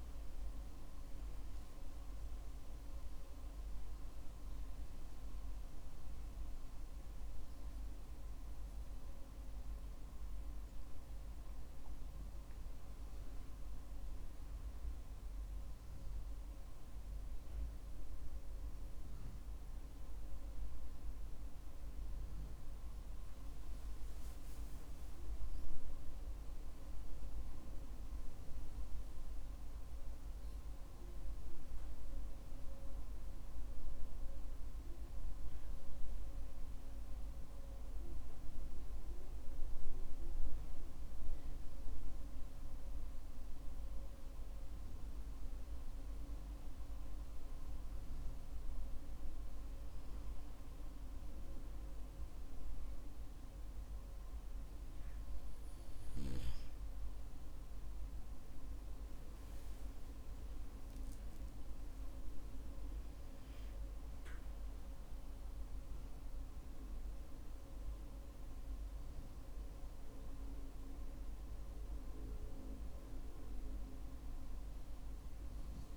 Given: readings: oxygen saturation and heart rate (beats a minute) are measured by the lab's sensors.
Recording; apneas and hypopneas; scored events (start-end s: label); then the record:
a person partly awake in a sleep study, hard to hear, by a room microphone; 1
37.00-67.00 s: new sleep stage, N1 (lightest sleep)
37.50-48.50 s: hypopnea (oxygen 97% before, 94% lowest, heart rate 64 before, 51 extreme, up 15 after)
50.00-53.00 s: arousal
67.00-75.97 s: new sleep stage, N2 (light sleep)
68.00-71.50 s: arousal
From the record:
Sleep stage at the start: awake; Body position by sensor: on the back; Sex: male